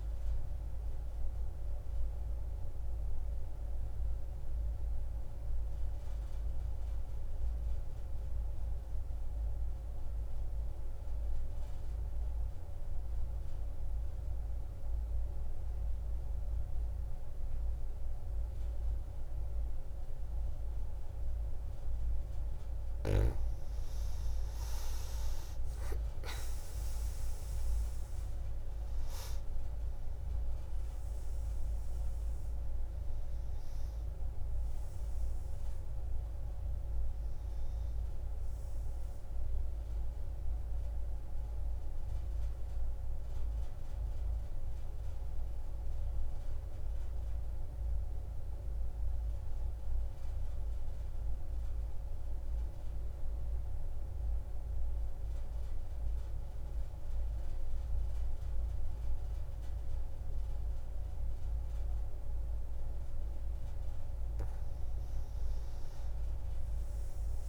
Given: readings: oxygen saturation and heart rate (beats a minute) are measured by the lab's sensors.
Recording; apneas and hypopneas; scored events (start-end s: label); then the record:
breathing in sleep, hard to hear, by a room microphone; 2
0.00-8.50 s: oxygen desaturation (device-marked, oxygen 89% lowest)
3.50-21.50 s: mixed apnea (oxygen 96% before, 87% lowest)
21.50-55.50 s: oxygen desaturation (device-marked, oxygen 96% before, 87% lowest)
24.00-28.00 s: arousal
46.00-63.00 s: mixed apnea (oxygen 96% before, 87% lowest)
66.00-67.49 s: arousal
From the record:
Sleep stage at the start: N2 (light sleep); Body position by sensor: on the back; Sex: female